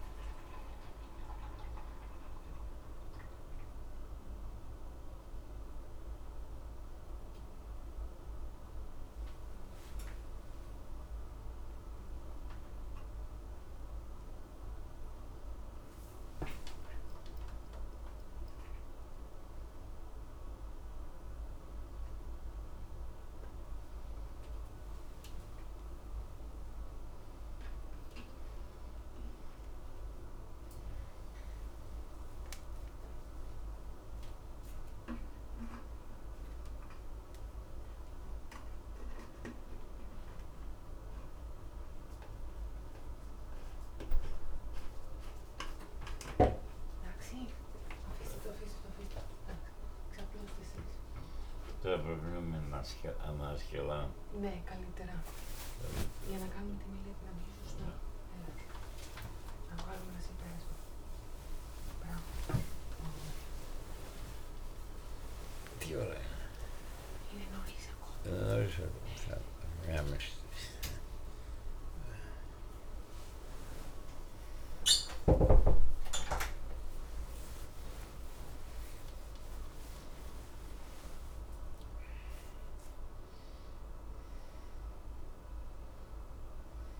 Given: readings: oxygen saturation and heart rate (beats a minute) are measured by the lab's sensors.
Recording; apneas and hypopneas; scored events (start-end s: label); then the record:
a person awake in a sleep study, by a room microphone; none
73.50-87.00 s: new sleep stage, N1 (lightest sleep)
From the record:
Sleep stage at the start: awake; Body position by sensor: upright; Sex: male